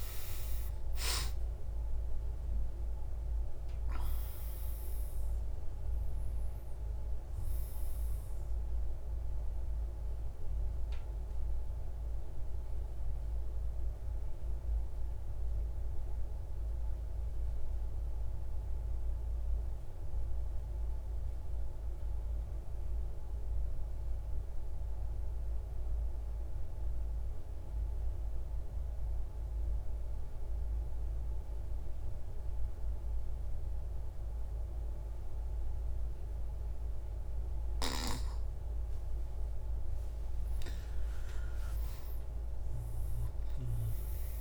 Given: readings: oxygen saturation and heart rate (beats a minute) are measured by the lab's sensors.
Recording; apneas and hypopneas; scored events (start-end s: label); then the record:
breathing in sleep, hard to hear, by a room microphone; 1
8.00-37.50 s: mixed apnea (oxygen 90% before, 87% lowest)
35.00-44.41 s: oxygen desaturation (device-marked, oxygen 99% before, 90% lowest, heart rate 145 before, 27 extreme)
39.50-43.50 s: arousal
From the record:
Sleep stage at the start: N2 (light sleep); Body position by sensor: on the right side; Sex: male